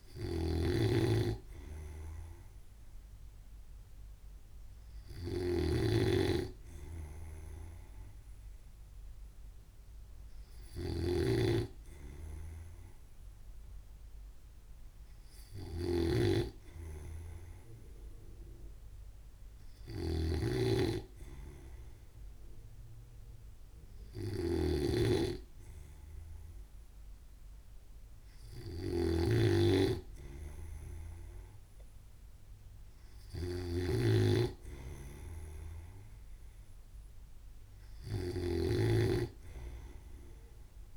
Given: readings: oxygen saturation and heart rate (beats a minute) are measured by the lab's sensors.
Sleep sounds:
breathing in sleep by a room microphone; none
0.00-40.97 s: snoring (device-marked)
From the record:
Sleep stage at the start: N2 (light sleep); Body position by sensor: on the right side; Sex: male

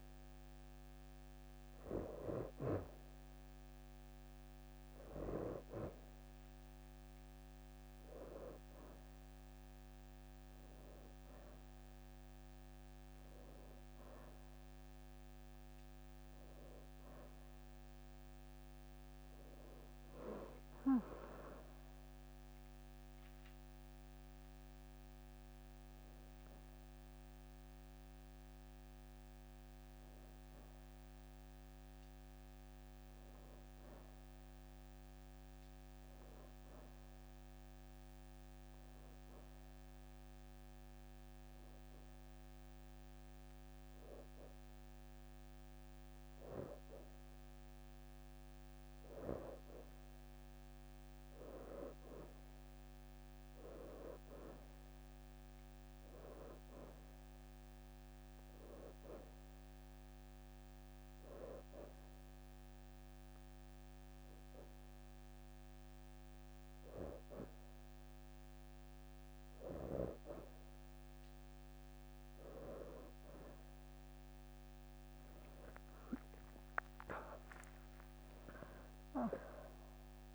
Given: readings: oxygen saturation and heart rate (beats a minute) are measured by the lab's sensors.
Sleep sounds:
breathing in sleep by a microphone on the trachea; 1
7.00-17.00 s: oxygen desaturation (device-marked, oxygen 90% before, 87% lowest, heart rate 80 before, 78 extreme)
8.00-13.00 s: arousal
52.00-53.00 s: leg movement (device-marked)
52.50-56.00 s: arousal
57.00-72.00 s: oxygen desaturation (device-marked, oxygen 93% before, 86% lowest, heart rate 80 before, 78 extreme)
59.50-69.50 s: hypopnea (oxygen 93% before, 86% lowest, heart rate 81 before, 78 extreme, up 14 after)
73.50-77.50 s: arousal
76.50-79.00 s: leg movement (device-marked)
From the record:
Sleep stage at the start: N2 (light sleep); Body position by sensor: on the back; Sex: female

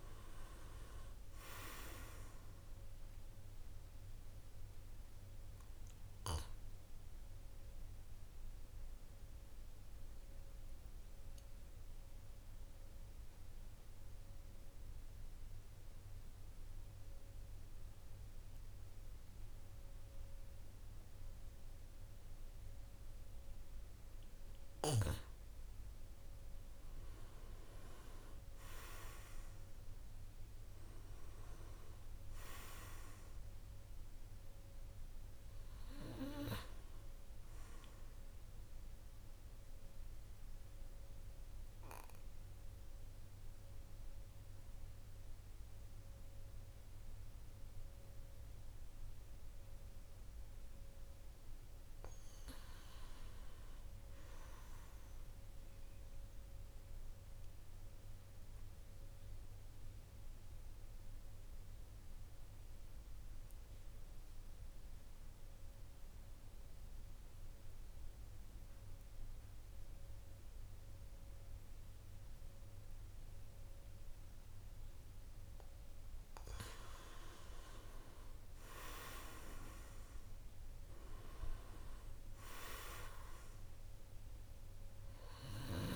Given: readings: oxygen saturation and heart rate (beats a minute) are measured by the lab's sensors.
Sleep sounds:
breathing in sleep by a room microphone; 3
0.00-17.00 s: oxygen desaturation (device-marked, oxygen 87% lowest, heart rate 48 extreme)
7.00-24.00 s: obstructive apnea (oxygen 99% before, 87% lowest, heart rate 57 before, 46 extreme, up 10 after)
25.50-30.00 s: arousal
33.00-49.00 s: oxygen desaturation (device-marked, oxygen 99% before, 93% lowest, heart rate 51 before, 46 extreme)
38.50-50.50 s: obstructive apnea (oxygen 99% before, 90% lowest, heart rate 53 before, 46 extreme, up 6 after)
52.00-54.50 s: arousal
57.00-74.00 s: obstructive apnea (oxygen 99% before, 90% lowest, heart rate 48 before, 46 extreme, up 10 after)
76.00-85.96 s: oxygen desaturation (device-marked, oxygen 97% before, 90% lowest, heart rate 50 before, 46 extreme)
77.00-81.00 s: arousal
From the record:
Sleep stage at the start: N2 (light sleep); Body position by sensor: on the back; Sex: male

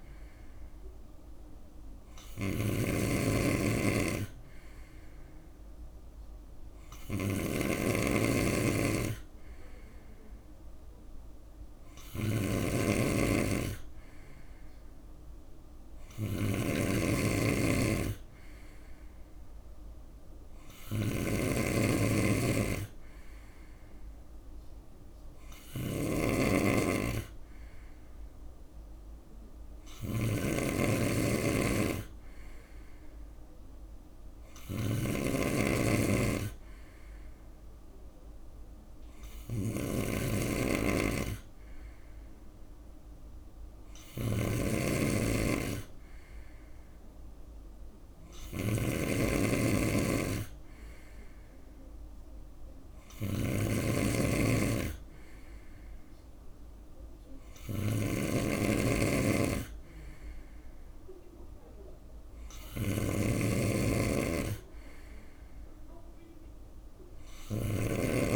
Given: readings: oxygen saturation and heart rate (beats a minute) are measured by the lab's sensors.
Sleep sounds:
breathing in sleep by a room microphone; none
0.00-68.36 s: snoring (device-marked)
From the record:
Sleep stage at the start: N3 (deep sleep); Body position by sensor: on the right side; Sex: male

